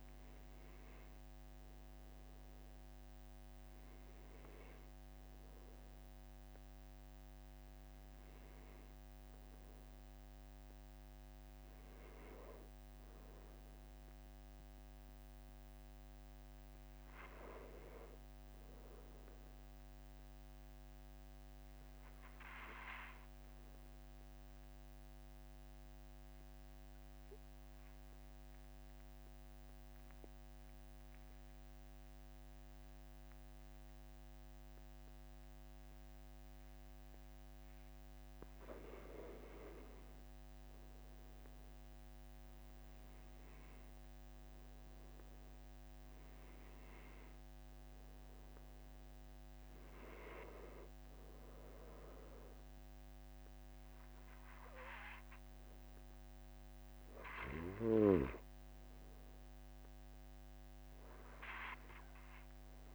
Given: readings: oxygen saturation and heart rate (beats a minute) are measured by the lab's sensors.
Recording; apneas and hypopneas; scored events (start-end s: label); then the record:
breathing in sleep by a microphone on the trachea; 1
10.00-23.00 s: oxygen desaturation (device-marked, oxygen 95% before, 92% lowest, heart rate 46 before, 43 extreme)
22.00-37.50 s: obstructive apnea (oxygen 97% before, 92% lowest, heart rate 44 before, 43 extreme, up 3 after)
40.00-44.00 s: arousal
48.00-62.95 s: oxygen desaturation (device-marked, oxygen 96% before, 92% lowest, heart rate 45 before, 43 extreme)
From the record:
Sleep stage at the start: N2 (light sleep); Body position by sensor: on the back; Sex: male